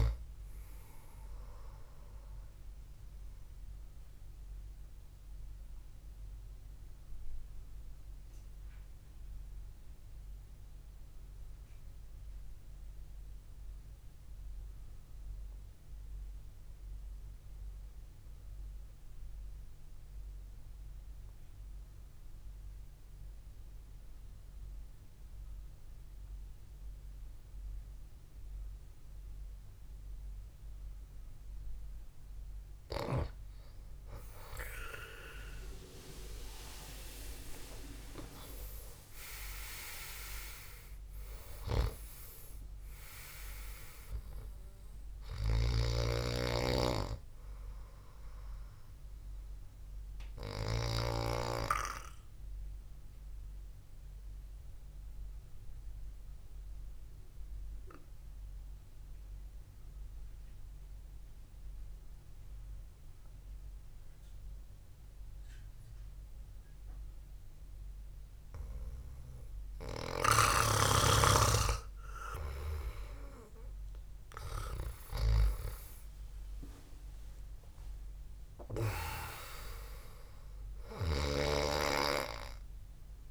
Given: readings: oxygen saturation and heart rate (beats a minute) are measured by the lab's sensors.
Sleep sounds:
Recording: breathing in sleep by a room microphone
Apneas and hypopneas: 2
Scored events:
0.00-7.50 s: oxygen desaturation (device-marked, oxygen 87% lowest, heart rate 58 extreme)
4.00-33.50 s: mixed apnea (oxygen 98% before, 87% lowest, heart rate 65 before, 60 extreme, up 13 after)
33.50-63.50 s: oxygen desaturation (device-marked, oxygen 99% before, 87% lowest, heart rate 68 before, 63 extreme)
35.50-39.50 s: arousal
46.00-52.00 s: snoring (device-marked)
53.00-69.00 s: mixed apnea (oxygen 99% before, 87% lowest, heart rate 70 before, 63 extreme, up 1 after)
70.00-74.50 s: arousal
72.50-83.31 s: oxygen desaturation (device-marked, oxygen 99% before, 88% lowest, heart rate 72 before, 62 extreme)
From the record:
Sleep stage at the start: REM sleep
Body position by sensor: on the back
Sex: male

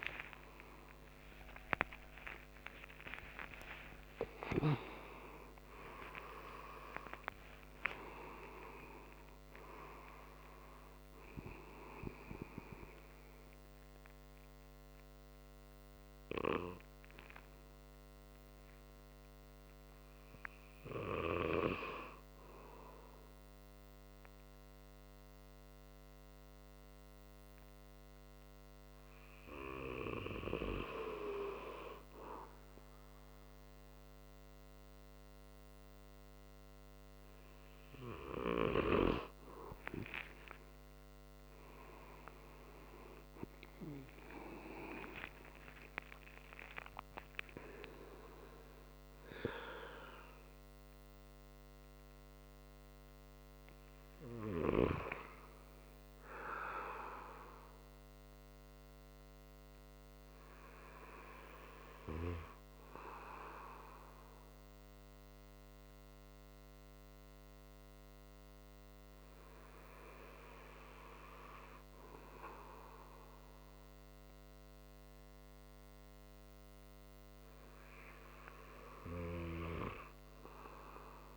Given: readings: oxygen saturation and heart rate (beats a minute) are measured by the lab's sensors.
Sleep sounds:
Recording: breathing in sleep by a microphone on the trachea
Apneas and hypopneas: none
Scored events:
0.00-4.50 s: arousal
38.00-48.00 s: oxygen desaturation (device-marked, oxygen 98% before, 94% lowest)
43.00-47.50 s: arousal
From the record:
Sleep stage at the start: N2 (light sleep)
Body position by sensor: on the right side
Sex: male

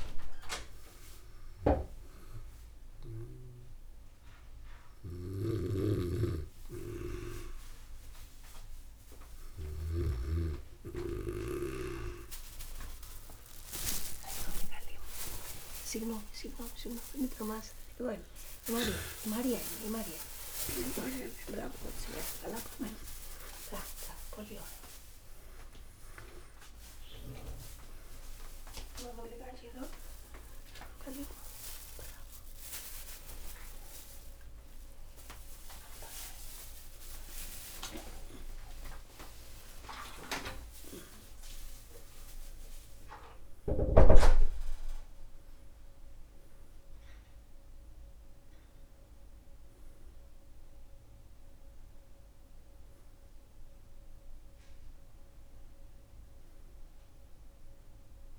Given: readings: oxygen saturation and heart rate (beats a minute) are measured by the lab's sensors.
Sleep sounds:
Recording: a person awake in a sleep study, by a room microphone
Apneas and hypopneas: none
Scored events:
5.50-10.50 s: snoring (device-marked)
17.00-47.00 s: new sleep stage, awake
47.00-58.39 s: new sleep stage, N1 (lightest sleep)
From the record:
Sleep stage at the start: N3 (deep sleep)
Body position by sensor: on the back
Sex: female

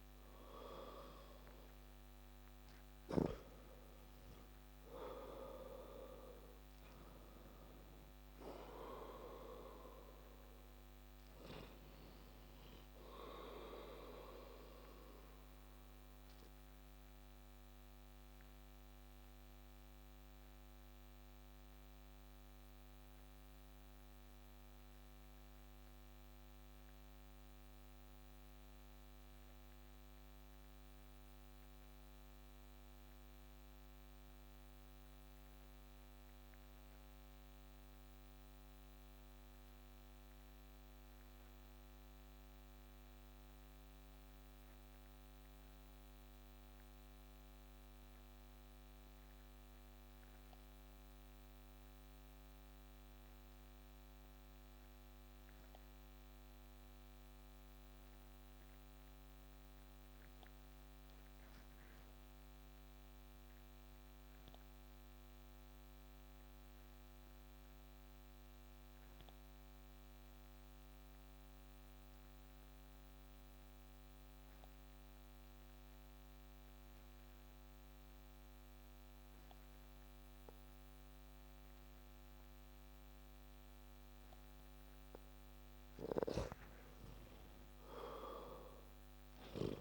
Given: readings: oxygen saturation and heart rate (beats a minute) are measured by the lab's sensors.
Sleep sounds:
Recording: breathing in sleep by a microphone on the trachea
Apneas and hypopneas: 1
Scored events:
0.00-5.50 s: arousal
0.00-38.50 s: oxygen desaturation (device-marked, oxygen 77% lowest)
15.50-85.00 s: obstructive apnea (oxygen 93% before, 77% lowest)
58.50-89.81 s: oxygen desaturation (device-marked, oxygen 98% before, 81% lowest)
86.50-89.81 s: arousal
From the record:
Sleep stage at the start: REM sleep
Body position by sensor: on the back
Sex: male

